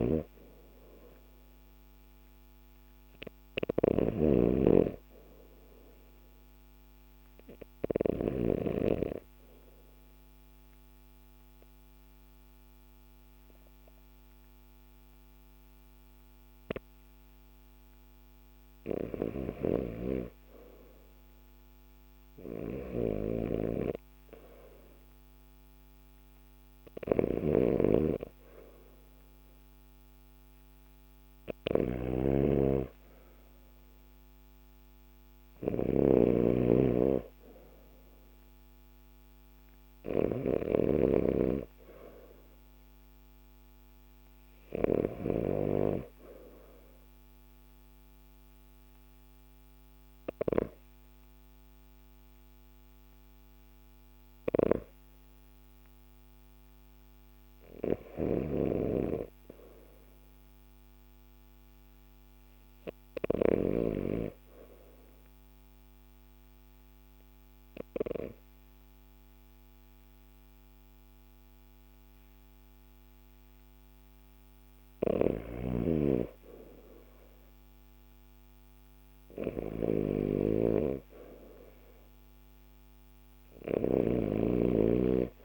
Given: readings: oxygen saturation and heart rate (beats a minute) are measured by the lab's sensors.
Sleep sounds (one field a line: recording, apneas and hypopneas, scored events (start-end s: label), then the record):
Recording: breathing in sleep by a microphone on the trachea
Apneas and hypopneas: 2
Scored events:
0.00-3.50 s: snoring (device-marked)
8.50-19.00 s: obstructive apnea (oxygen 97% before, 93% lowest, heart rate 51 before, 50 extreme, up 1 after)
19.00-40.00 s: snoring (device-marked)
24.00-28.00 s: arousal
57.50-63.50 s: snoring (device-marked)
64.00-75.00 s: obstructive apnea (oxygen 95% before, 93% lowest, heart rate 52 before, 51 extreme, up 2 after)
79.00-83.00 s: arousal
83.50-85.45 s: snoring (device-marked)
From the record:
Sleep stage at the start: REM sleep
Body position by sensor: on the left side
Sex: male